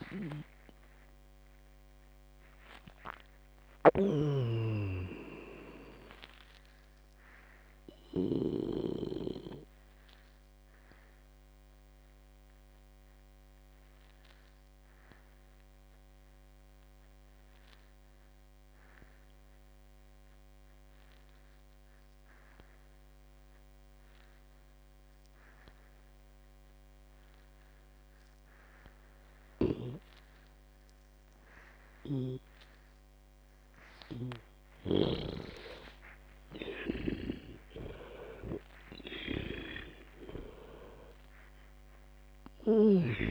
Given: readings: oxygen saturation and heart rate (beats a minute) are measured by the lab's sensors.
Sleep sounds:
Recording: breathing in sleep by a microphone on the trachea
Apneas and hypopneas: 1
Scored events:
0.00-16.00 s: oxygen desaturation (device-marked, oxygen 92% lowest, heart rate 55 extreme)
0.50-9.00 s: snoring (device-marked)
8.00-34.00 s: obstructive apnea (oxygen 99% before, 91% lowest, heart rate 85 before, 55 extreme, up 51 after)
32.50-43.31 s: snoring (device-marked)
37.00-43.31 s: oxygen desaturation (device-marked, oxygen 98% before, 91% lowest, heart rate 64 before, 59 extreme)
From the record:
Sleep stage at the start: N2 (light sleep)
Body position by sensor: on the back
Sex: female

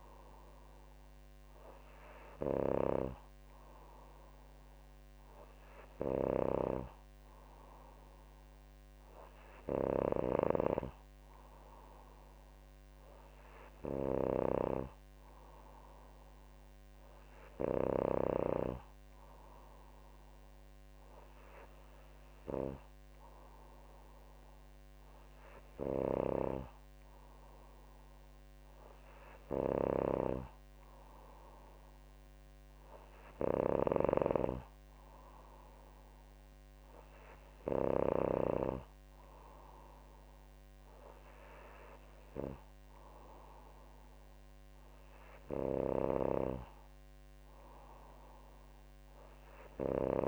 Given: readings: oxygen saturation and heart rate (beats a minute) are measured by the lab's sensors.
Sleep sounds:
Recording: breathing in sleep by a microphone on the trachea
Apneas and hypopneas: none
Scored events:
none scored
From the record:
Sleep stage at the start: N3 (deep sleep)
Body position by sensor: on the back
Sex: female

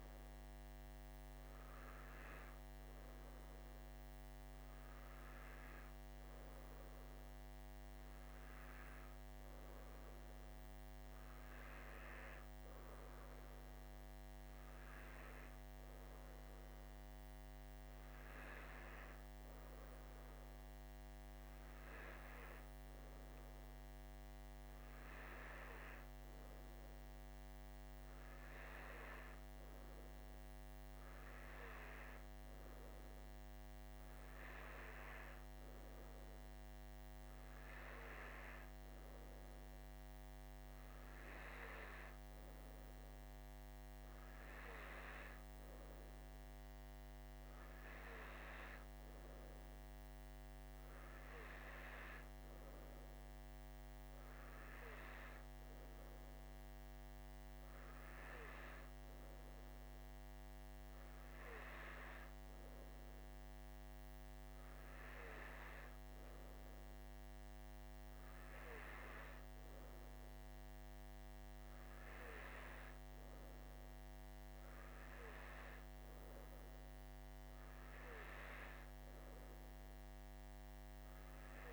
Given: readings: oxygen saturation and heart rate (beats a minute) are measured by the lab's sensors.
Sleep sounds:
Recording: breathing in sleep by a microphone on the trachea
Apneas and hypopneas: none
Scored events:
none scored
From the record:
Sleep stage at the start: N2 (light sleep)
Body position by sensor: on the right side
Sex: male

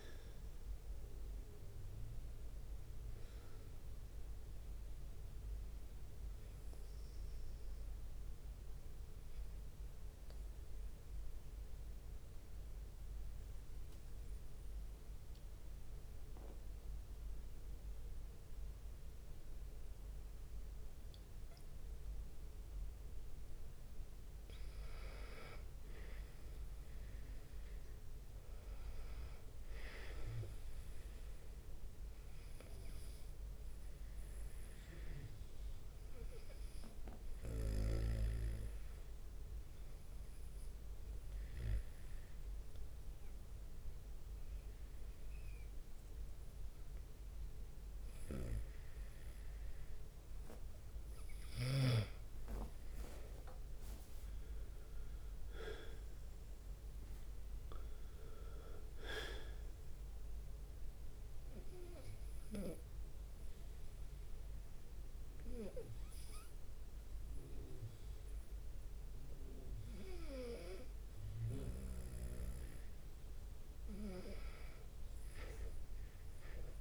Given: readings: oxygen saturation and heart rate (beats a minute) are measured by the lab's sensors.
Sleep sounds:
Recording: breathing in sleep by a room microphone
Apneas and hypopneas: 3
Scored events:
0.00-14.50 s: oxygen desaturation (device-marked, oxygen 91% lowest, heart rate 68 extreme)
7.00-23.50 s: obstructive apnea (oxygen 98% before, 91% lowest, heart rate 70 before, 68 extreme, up 2 after)
14.00-17.00 s: leg movement (device-marked)
25.00-29.00 s: arousal
30.50-31.50 s: leg movement (device-marked)
31.50-46.50 s: oxygen desaturation (device-marked, oxygen 98% before, 94% lowest, heart rate 70 before, 70 extreme)
33.50-49.50 s: obstructive apnea (oxygen 98% before, 92% lowest, heart rate 70 before, 70 extreme, up 9 after)
38.50-41.50 s: leg movement (device-marked)
46.00-48.00 s: long interval between heartbeats (device-marked, heart rate 70 before, 79 extreme)
52.00-56.50 s: arousal
53.50-55.50 s: leg movement (device-marked)
60.50-71.50 s: obstructive apnea (oxygen 96% before, 90% lowest, heart rate 74 before, 70 extreme, up 3 after)
60.50-76.50 s: oxygen desaturation (device-marked, oxygen 95% before, 92% lowest, heart rate 74 before, 70 extreme)
From the record:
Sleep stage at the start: N2 (light sleep)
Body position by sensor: on the right side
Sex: male

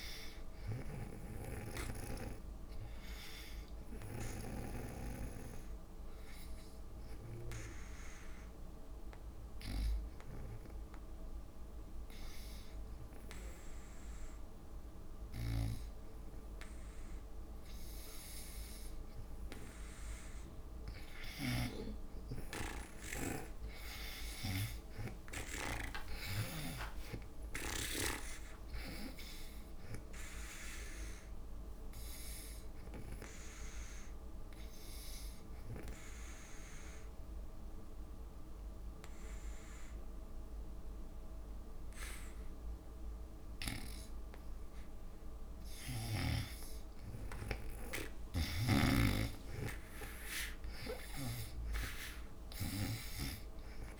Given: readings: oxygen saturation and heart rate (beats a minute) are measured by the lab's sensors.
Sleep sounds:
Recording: breathing in sleep by a room microphone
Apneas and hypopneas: 2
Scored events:
0.00-2.50 s: oxygen desaturation (device-marked, oxygen 89% lowest)
1.00-4.00 s: arousal
1.00-5.00 s: snoring (device-marked)
5.50-19.00 s: obstructive apnea (oxygen 98% before, 88% lowest)
21.50-40.50 s: oxygen desaturation (device-marked, oxygen 96% before, 92% lowest)
22.00-26.00 s: arousal
30.50-45.00 s: obstructive apnea (oxygen 96% before, 80% lowest)
31.50-39.50 s: drop in pulse transit time (device-marked)
47.50-51.50 s: arousal
49.50-54.00 s: oxygen desaturation (device-marked, oxygen 96% before, 88% lowest)
51.50-54.00 s: drop in pulse transit time (device-marked)
From the record:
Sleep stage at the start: N2 (light sleep)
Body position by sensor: on the back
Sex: female

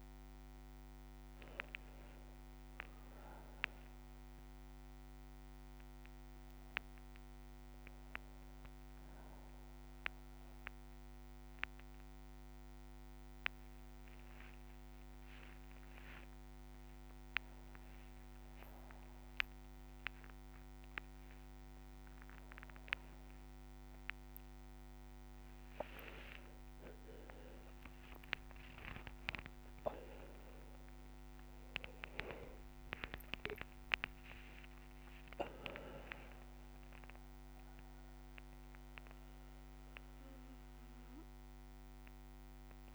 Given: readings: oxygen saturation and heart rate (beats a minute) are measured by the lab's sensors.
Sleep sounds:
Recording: a person awake in a sleep study, by a microphone on the trachea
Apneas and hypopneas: none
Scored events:
1.50-3.50 s: long interval between heartbeats (device-marked, heart rate 59 before, 69 extreme)
4.50-34.50 s: new sleep stage, awake
5.50-10.50 s: bradycardia (device-marked, heart rate 60 before, 59 extreme)
17.00-19.00 s: long interval between heartbeats (device-marked, heart rate 63 before, 67 extreme)
29.00-31.00 s: long interval between heartbeats (device-marked, heart rate 64 before, 82 extreme)
29.50-36.50 s: tachycardia (device-marked, heart rate 60 before, 138 extreme)
34.50-36.50 s: long interval between heartbeats (device-marked, heart rate 77 before, 118 extreme)
34.50-42.94 s: new sleep stage, N1 (lightest sleep)
From the record:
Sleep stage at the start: N2 (light sleep)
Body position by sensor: on the back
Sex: male

